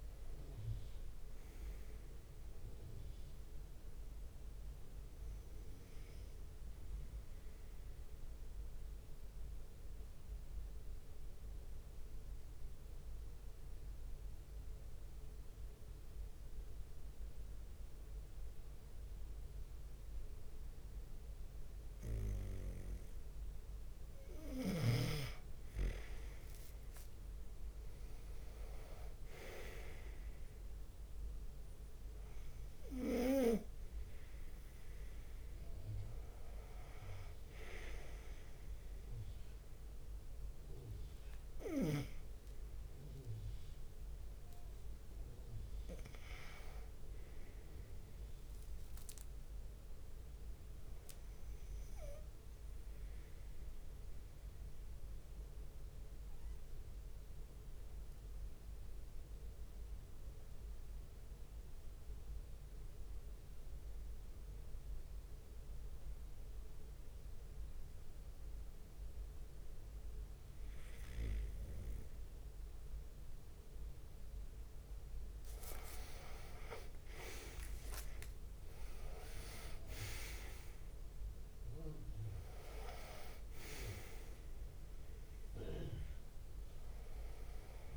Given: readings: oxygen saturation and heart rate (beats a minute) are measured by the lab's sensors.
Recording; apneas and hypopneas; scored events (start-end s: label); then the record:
breathing in sleep by a room microphone; 2
0.00-3.50 s: oxygen desaturation (device-marked, oxygen 94% lowest)
0.00-48.50 s: bradycardia (device-marked)
6.50-8.50 s: long interval between heartbeats (device-marked)
7.00-23.50 s: obstructive apnea (oxygen 97% before, 93% lowest)
19.00-21.00 s: long interval between heartbeats (device-marked)
26.00-30.00 s: arousal
28.50-30.00 s: leg movement (device-marked)
29.50-50.50 s: oxygen desaturation (device-marked, oxygen 97% before, 94% lowest)
51.50-74.50 s: obstructive apnea (oxygen 97% before, 91% lowest)
56.00-58.00 s: long interval between heartbeats (device-marked)
57.50-78.50 s: bradycardia (device-marked)
58.50-62.00 s: leg movement (device-marked)
71.00-72.00 s: leg movement (device-marked)
72.00-73.50 s: leg movement (device-marked)
74.50-81.00 s: leg movement (device-marked)
75.50-87.96 s: oxygen desaturation (device-marked, oxygen 97% before, 91% lowest)
77.00-81.50 s: arousal
81.00-87.96 s: leg movement (device-marked)
From the record:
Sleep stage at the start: N2 (light sleep); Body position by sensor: on the right side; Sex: male